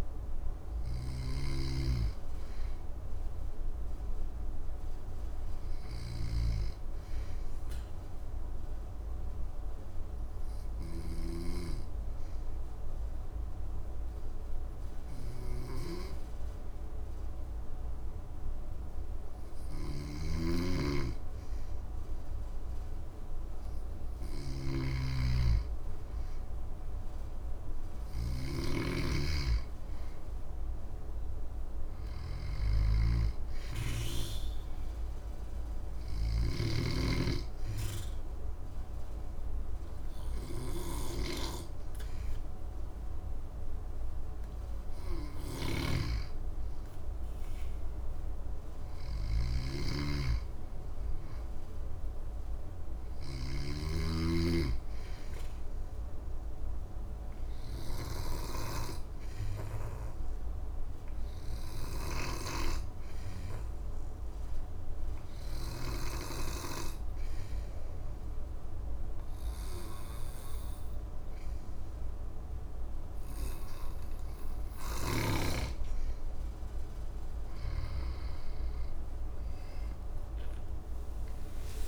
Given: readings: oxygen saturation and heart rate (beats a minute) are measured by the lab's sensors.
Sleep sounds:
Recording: breathing in sleep by a room microphone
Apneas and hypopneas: 2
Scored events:
0.00-12.50 s: oxygen desaturation (device-marked, oxygen 93% lowest, heart rate 58 extreme)
0.50-36.00 s: snoring (device-marked)
3.00-23.00 s: obstructive apnea (oxygen 98% before, 93% lowest, heart rate 70 before, 58 extreme, up 9 after)
25.50-30.00 s: arousal
45.00-53.50 s: snoring (device-marked)
53.50-76.00 s: obstructive apnea (oxygen 99% before, 95% lowest, heart rate 67 before, 61 extreme, up 9 after)
77.50-81.88 s: arousal
From the record:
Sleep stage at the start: N2 (light sleep)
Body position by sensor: on the back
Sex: male

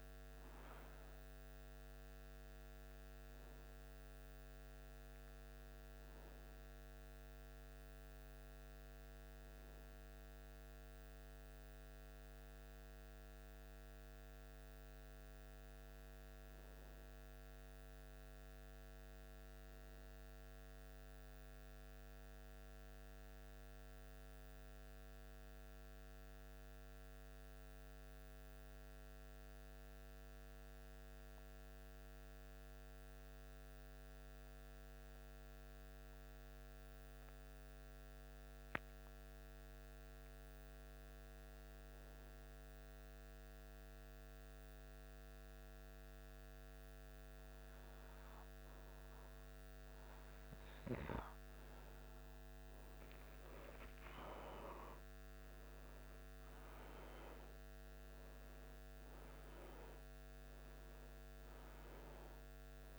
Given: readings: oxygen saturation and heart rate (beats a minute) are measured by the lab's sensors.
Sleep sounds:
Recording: breathing in sleep, hard to hear, by a microphone on the trachea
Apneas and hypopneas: 1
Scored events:
6.00-11.00 s: arousal
19.00-51.00 s: mixed apnea (oxygen 96% before, 92% lowest, heart rate 76 before, 75 extreme, up 0 after)
53.00-57.00 s: arousal
56.00-62.99 s: oxygen desaturation (device-marked, oxygen 97% before, 92% lowest, heart rate 77 before, 76 extreme)
From the record:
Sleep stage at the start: N2 (light sleep)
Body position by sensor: on the back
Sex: male

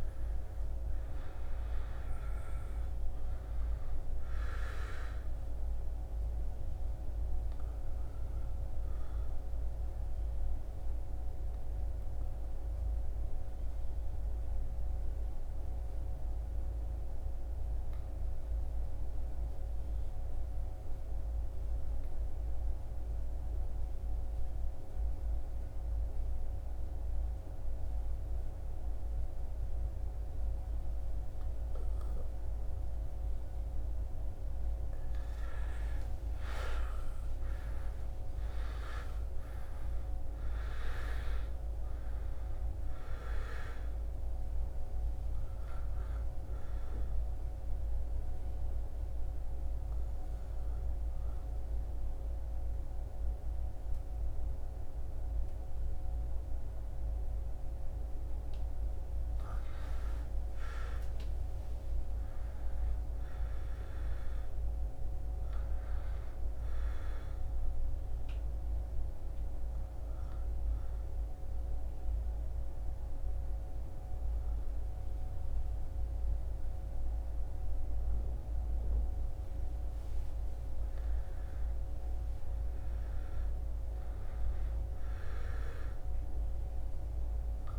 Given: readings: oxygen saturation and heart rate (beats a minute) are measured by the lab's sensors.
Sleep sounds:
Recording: breathing in sleep, hard to hear, by a room microphone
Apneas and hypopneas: 3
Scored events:
5.00-33.50 s: obstructive apnea (oxygen 100% before, 90% lowest, heart rate 84 before, 64 extreme, up 21 after)
36.00-39.50 s: arousal
46.50-58.50 s: obstructive apnea (oxygen 99% before, 90% lowest, heart rate 79 before, 66 extreme, up 27 after)
58.50-67.50 s: oxygen desaturation (device-marked, oxygen 97% before, 90% lowest, heart rate 75 before, 66 extreme)
61.00-64.50 s: arousal
66.50-79.50 s: obstructive apnea (oxygen 99% before, 94% lowest, heart rate 76 before, 66 extreme, up 15 after)
83.00-87.50 s: arousal
From the record:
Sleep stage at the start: N2 (light sleep)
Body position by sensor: on the back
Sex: male

